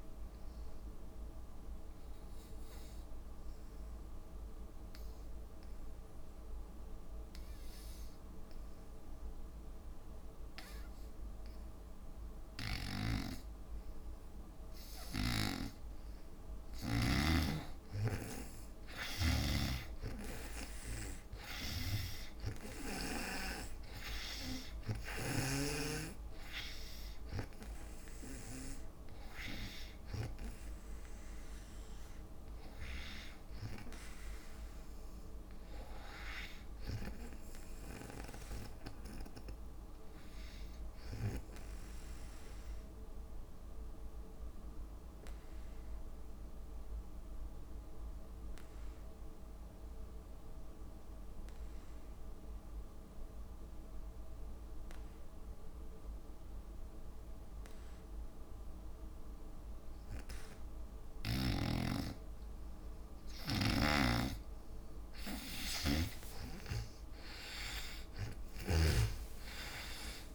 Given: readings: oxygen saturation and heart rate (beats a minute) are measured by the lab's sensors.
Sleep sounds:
breathing in sleep by a room microphone; 2
1.50-16.50 s: obstructive apnea (oxygen 99% before, 78% lowest, heart rate 59 before, 55 extreme, up 7 after)
2.00-43.00 s: oxygen desaturation (device-marked, oxygen 99% before, 78% lowest, heart rate 59 before, 55 extreme)
13.00-17.00 s: snoring (device-marked)
18.50-22.50 s: arousal
19.00-23.50 s: snoring (device-marked)
42.50-61.00 s: obstructive apnea (oxygen 94% before, 81% lowest, heart rate 61 before, 53 extreme, up 11 after)
59.00-70.35 s: oxygen desaturation (device-marked, oxygen 97% before, 81% lowest, heart rate 58 before, 53 extreme)
63.00-66.00 s: arousal
63.50-69.00 s: snoring (device-marked)
From the record:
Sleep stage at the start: N2 (light sleep); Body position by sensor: on the back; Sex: female

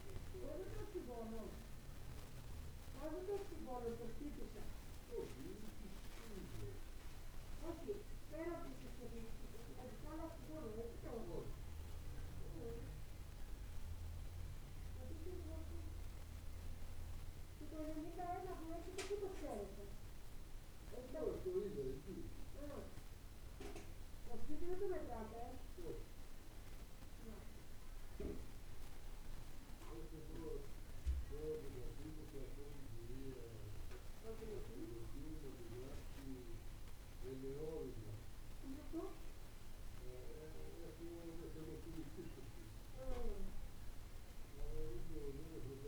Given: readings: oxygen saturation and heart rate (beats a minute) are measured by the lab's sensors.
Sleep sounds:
breathing in sleep by a room microphone; none
none scored
From the record:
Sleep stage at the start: N2 (light sleep); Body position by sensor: on the back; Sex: male

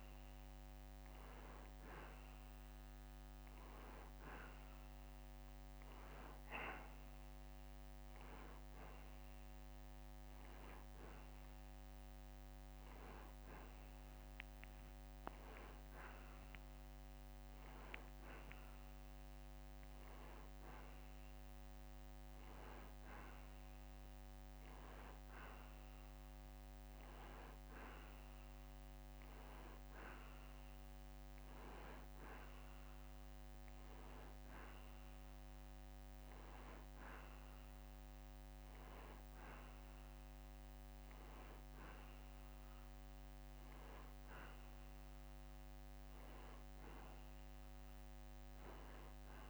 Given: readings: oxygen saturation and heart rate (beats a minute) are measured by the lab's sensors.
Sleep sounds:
a person partly awake in a sleep study, hard to hear, by a microphone on the trachea; none
0.50-9.50 s: drop in pulse transit time (device-marked, heart rate 86 before, 75 extreme)
17.50-49.50 s: new sleep stage, N1 (lightest sleep)
From the record:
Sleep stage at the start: awake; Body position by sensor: on the back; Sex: male

